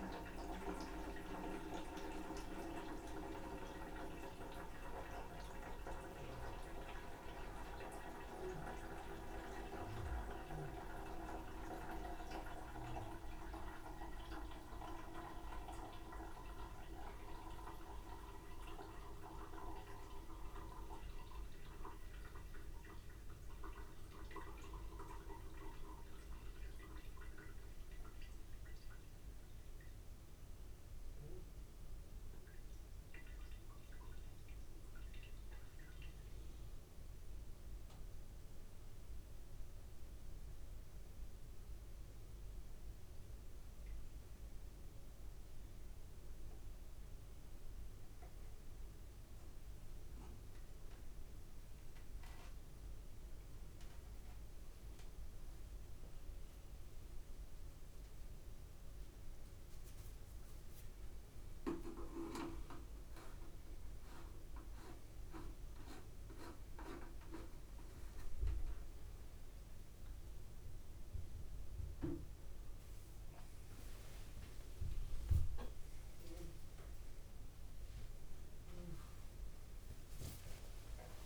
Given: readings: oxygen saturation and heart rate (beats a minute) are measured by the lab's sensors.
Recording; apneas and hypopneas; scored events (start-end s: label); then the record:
a person awake in a sleep study, by a room microphone; none
none scored
From the record:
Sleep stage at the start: awake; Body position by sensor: upright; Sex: male